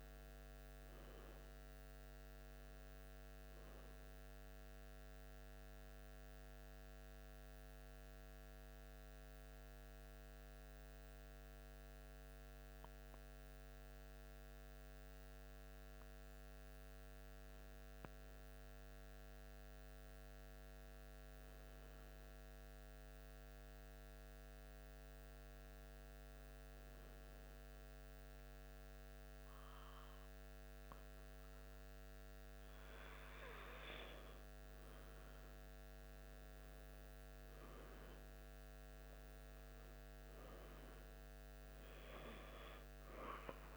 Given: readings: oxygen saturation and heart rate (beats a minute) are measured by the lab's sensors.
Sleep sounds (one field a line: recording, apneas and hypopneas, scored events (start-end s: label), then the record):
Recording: breathing in sleep, hard to hear, by a microphone on the trachea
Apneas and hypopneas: 1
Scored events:
1.00-4.50 s: arousal
7.00-32.00 s: hypopnea (oxygen 95% before, 92% lowest, heart rate 76 before, 74 extreme, up 0 after)
34.50-38.50 s: arousal
From the record:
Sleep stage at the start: N2 (light sleep)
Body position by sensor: on the back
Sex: male